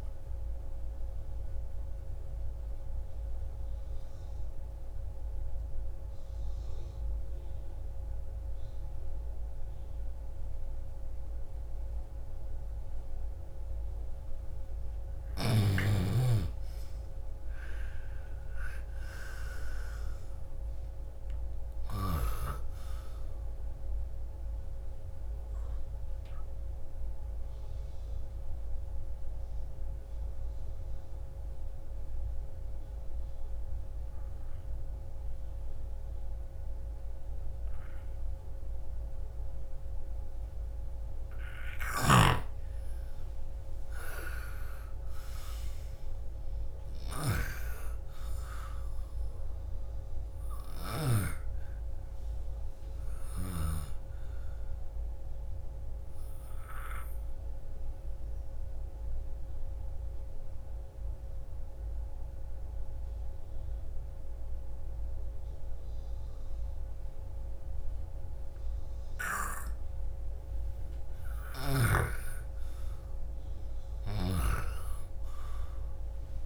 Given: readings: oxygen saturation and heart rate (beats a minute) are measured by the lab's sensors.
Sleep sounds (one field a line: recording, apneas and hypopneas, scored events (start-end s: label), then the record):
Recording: breathing in sleep by a room microphone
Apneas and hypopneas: 3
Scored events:
0.00-9.50 s: oxygen desaturation (device-marked, oxygen 86% lowest)
0.50-14.00 s: obstructive apnea (oxygen 96% before, 83% lowest)
16.50-20.50 s: arousal
16.50-41.50 s: oxygen desaturation (device-marked, oxygen 99% before, 83% lowest)
26.50-40.50 s: obstructive apnea (oxygen 99% before, 83% lowest)
42.00-54.00 s: snoring (device-marked)
43.00-46.50 s: arousal
52.50-65.50 s: oxygen desaturation (device-marked, oxygen 97% before, 88% lowest)
57.00-69.50 s: obstructive apnea (oxygen 97% before, 81% lowest)
71.50-76.45 s: arousal
From the record:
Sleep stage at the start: N2 (light sleep)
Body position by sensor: on the left side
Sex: female